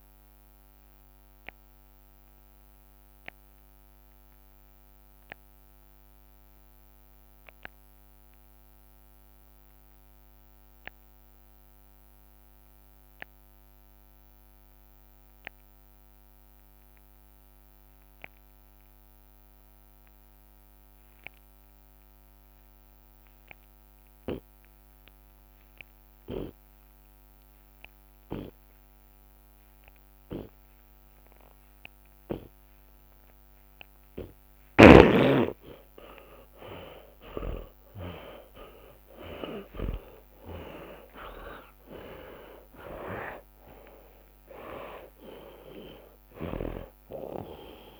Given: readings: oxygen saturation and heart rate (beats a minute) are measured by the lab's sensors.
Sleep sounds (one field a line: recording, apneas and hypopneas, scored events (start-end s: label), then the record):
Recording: breathing in sleep by a microphone on the trachea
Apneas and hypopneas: 1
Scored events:
0.00-8.50 s: drop in pulse transit time (device-marked, heart rate 57 extreme)
1.00-31.50 s: hypopnea (oxygen 98% before, 74% lowest, heart rate 50 before, 28 extreme, up 31 after)
7.00-9.00 s: long interval between heartbeats (device-marked, heart rate 62 before, 57 extreme)
11.50-27.50 s: oxygen desaturation (device-marked, oxygen 96% before, 74% lowest, heart rate 65 before, 28 extreme)
14.00-16.00 s: long interval between heartbeats (device-marked, heart rate 62 before, 42 extreme)
18.50-20.50 s: long interval between heartbeats (device-marked, heart rate 54 before, 49 extreme)
23.50-25.50 s: drop in pulse transit time (device-marked, heart rate 47 before, 28 extreme)
28.00-30.00 s: long interval between heartbeats (device-marked, heart rate 41 before, 32 extreme)
31.00-33.00 s: long interval between heartbeats (device-marked, heart rate 39 before, 39 extreme)
34.50-40.00 s: snoring (device-marked)
35.00-40.50 s: arousal
38.50-48.00 s: drop in pulse transit time (device-marked, heart rate 38 before, 59 extreme)
39.50-42.50 s: tachycardia (device-marked, heart rate 51 before, 88 extreme)
44.50-46.50 s: long interval between heartbeats (device-marked, heart rate 51 before, 99 extreme)
From the record:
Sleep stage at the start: N2 (light sleep)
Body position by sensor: on the back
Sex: male